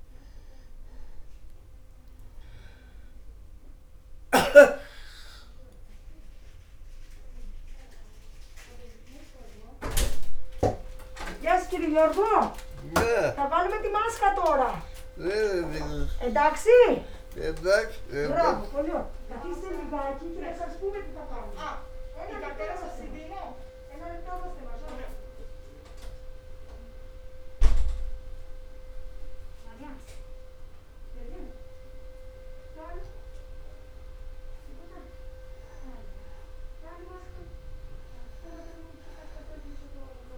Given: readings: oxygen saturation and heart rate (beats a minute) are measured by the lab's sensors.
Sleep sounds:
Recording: a person awake in a sleep study, by a room microphone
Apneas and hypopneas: none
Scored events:
0.00-26.50 s: oxygen desaturation (device-marked, oxygen 84% lowest, heart rate 62 extreme)
0.50-40.38 s: new sleep stage, awake
From the record:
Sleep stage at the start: N2 (light sleep)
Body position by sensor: on the back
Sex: male

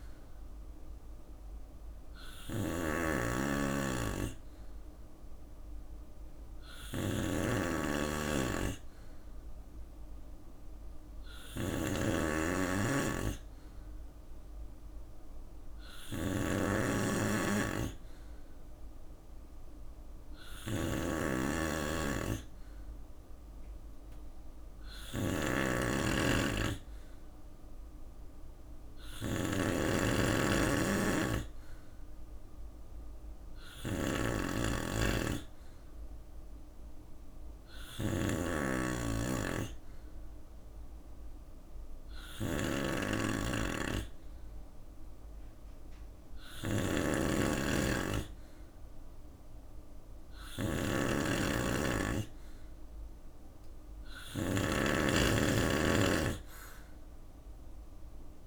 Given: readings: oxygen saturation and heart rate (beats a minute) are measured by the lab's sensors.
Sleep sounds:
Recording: breathing in sleep by a room microphone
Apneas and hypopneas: none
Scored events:
0.00-3.00 s: bradycardia (device-marked, heart rate 61 before, 59 extreme)
0.00-58.46 s: snoring (device-marked)
10.00-12.00 s: bradycardia (device-marked, heart rate 61 before, 60 extreme)
18.00-25.00 s: bradycardia (device-marked, heart rate 61 before, 59 extreme)
41.00-43.00 s: bradycardia (device-marked, heart rate 61 before, 60 extreme)
From the record:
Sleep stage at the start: N2 (light sleep)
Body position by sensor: on the right side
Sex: male

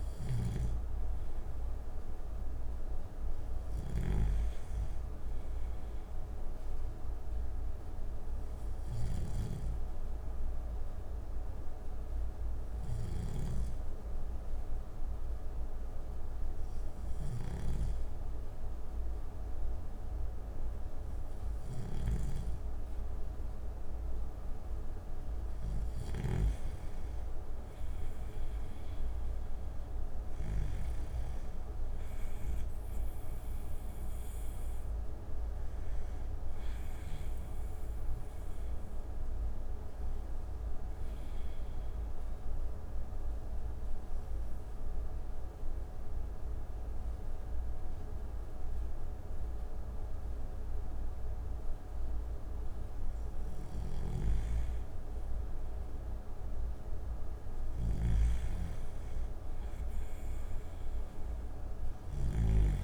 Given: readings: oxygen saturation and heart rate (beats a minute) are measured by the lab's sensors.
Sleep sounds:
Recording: breathing in sleep, hard to hear, by a room microphone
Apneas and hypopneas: 2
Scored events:
9.50-24.50 s: hypopnea (oxygen 97% before, 92% lowest)
21.00-25.50 s: snoring (device-marked)
27.00-30.50 s: arousal
41.00-53.50 s: obstructive apnea (oxygen 95% before, 92% lowest)
53.00-62.00 s: snoring (device-marked)
56.00-59.00 s: arousal
From the record:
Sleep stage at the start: N2 (light sleep)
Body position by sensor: on the back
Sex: male

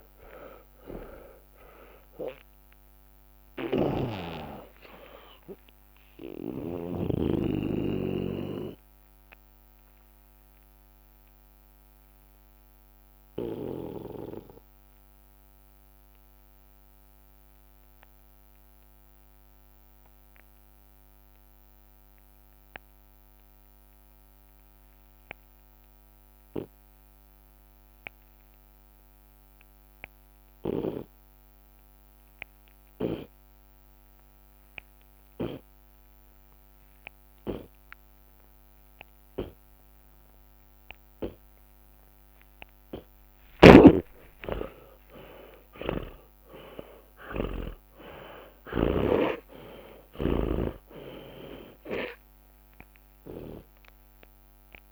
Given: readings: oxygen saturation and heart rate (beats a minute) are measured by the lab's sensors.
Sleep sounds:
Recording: breathing in sleep by a microphone on the trachea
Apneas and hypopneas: 1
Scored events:
0.00-3.50 s: arousal
0.00-7.00 s: snoring (device-marked)
0.00-8.50 s: tachycardia (device-marked, heart rate 167 extreme)
0.00-13.50 s: drop in pulse transit time (device-marked, heart rate 67 extreme)
1.50-3.50 s: long interval between heartbeats (device-marked, heart rate 53 before, 128 extreme)
5.50-7.50 s: long interval between heartbeats (device-marked, heart rate 76 before, 157 extreme)
10.00-38.50 s: mixed apnea (oxygen 98% before, 74% lowest)
18.00-20.00 s: long interval between heartbeats (device-marked, heart rate 110 before, 61 extreme)
23.50-36.50 s: oxygen desaturation (device-marked, oxygen 96% before, 75% lowest)
27.00-29.00 s: long interval between heartbeats (device-marked, heart rate 73 before, 42 extreme)
42.00-46.00 s: arousal
43.50-49.00 s: snoring (device-marked)
46.50-54.92 s: drop in pulse transit time (device-marked, heart rate 31 before, 57 extreme)
From the record:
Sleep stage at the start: N2 (light sleep)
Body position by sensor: on the back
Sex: male

